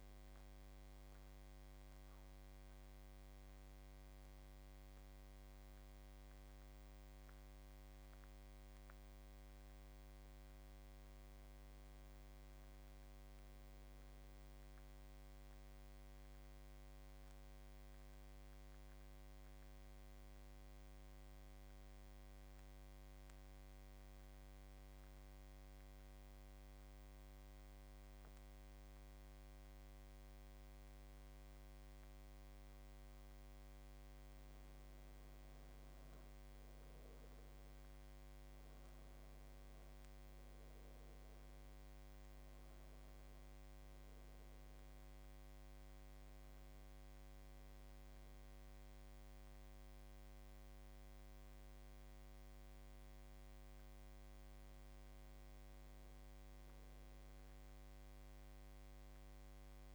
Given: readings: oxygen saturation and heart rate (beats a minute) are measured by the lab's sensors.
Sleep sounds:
breathing in sleep, hard to hear, by a microphone on the trachea; 1
10.00-13.50 s: arousal
10.50-59.95 s: new sleep stage, N2 (light sleep)
15.50-27.50 s: oxygen desaturation (device-marked, oxygen 97% before, 94% lowest, heart rate 79 before, 73 extreme)
21.50-33.50 s: central apnea (oxygen 98% before, 88% lowest, heart rate 79 before, 73 extreme, up 13 after)
33.50-55.50 s: oxygen desaturation (device-marked, oxygen 95% before, 89% lowest, heart rate 78 before, 73 extreme)
35.00-38.00 s: arousal
55.50-59.50 s: arousal
From the record:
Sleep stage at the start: N1 (lightest sleep); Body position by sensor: on the back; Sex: male

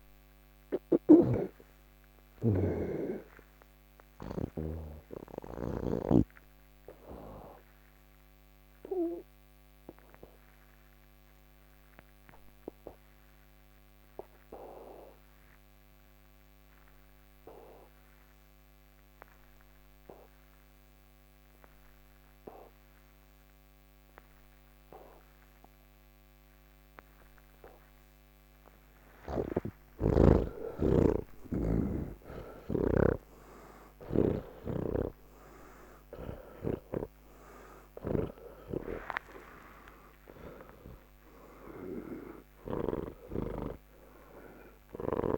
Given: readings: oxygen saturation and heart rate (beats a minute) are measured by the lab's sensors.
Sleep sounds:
breathing in sleep by a microphone on the trachea; 1
0.00-21.00 s: oxygen desaturation (device-marked, oxygen 79% lowest, heart rate 149 extreme)
1.00-4.50 s: snoring (device-marked)
4.50-25.50 s: obstructive apnea (oxygen 98% before, 79% lowest, heart rate 171 before, 153 extreme, up 41 after)
39.00-45.38 s: oxygen desaturation (device-marked, oxygen 94% before, 85% lowest, heart rate 183 before, 135 extreme)
From the record:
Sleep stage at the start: N2 (light sleep); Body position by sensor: on the back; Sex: male

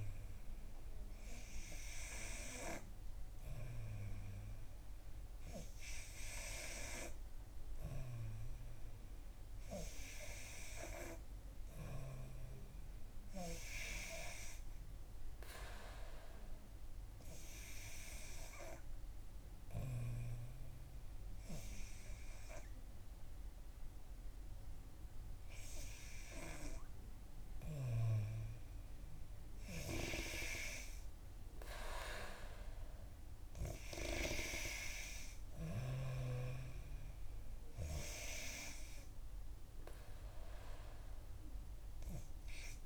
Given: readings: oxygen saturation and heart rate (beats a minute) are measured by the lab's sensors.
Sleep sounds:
breathing in sleep by a room microphone; 1
17.00-29.00 s: hypopnea (oxygen 92% before, 88% lowest, heart rate 65 before, 63 extreme, up 0 after)
31.50-35.00 s: arousal
From the record:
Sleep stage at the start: N3 (deep sleep); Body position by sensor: on the back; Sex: female

